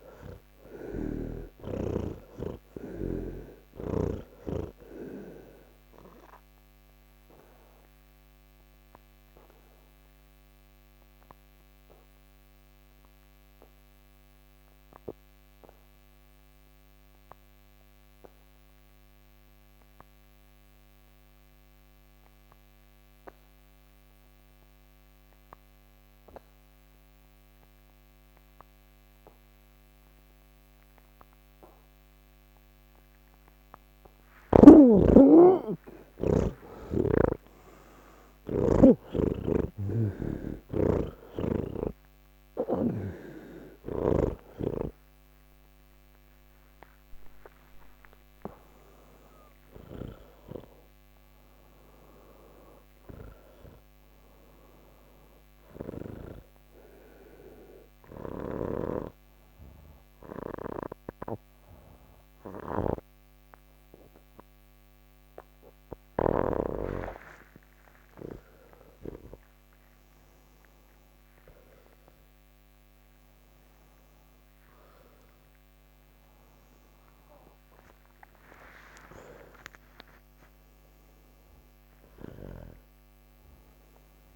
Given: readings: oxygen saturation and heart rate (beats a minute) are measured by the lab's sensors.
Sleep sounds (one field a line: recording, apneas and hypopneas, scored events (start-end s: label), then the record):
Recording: breathing in sleep by a microphone on the trachea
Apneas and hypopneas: 2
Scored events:
0.00-1.50 s: snoring (device-marked)
0.00-24.50 s: oxygen desaturation (device-marked, oxygen 76% lowest, heart rate 63 extreme)
7.50-35.00 s: obstructive apnea (oxygen 97% before, 76% lowest, heart rate 127 before, 63 extreme, up 19 after)
33.50-66.50 s: oxygen desaturation (device-marked, oxygen 99% before, 80% lowest, heart rate 96 before, 63 extreme)
39.50-43.00 s: snoring (device-marked)
56.50-67.50 s: obstructive apnea (oxygen 98% before, 80% lowest, heart rate 100 before, 79 extreme, up 36 after)
58.50-66.50 s: snoring (device-marked)
From the record:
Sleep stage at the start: N2 (light sleep)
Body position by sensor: on the back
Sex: male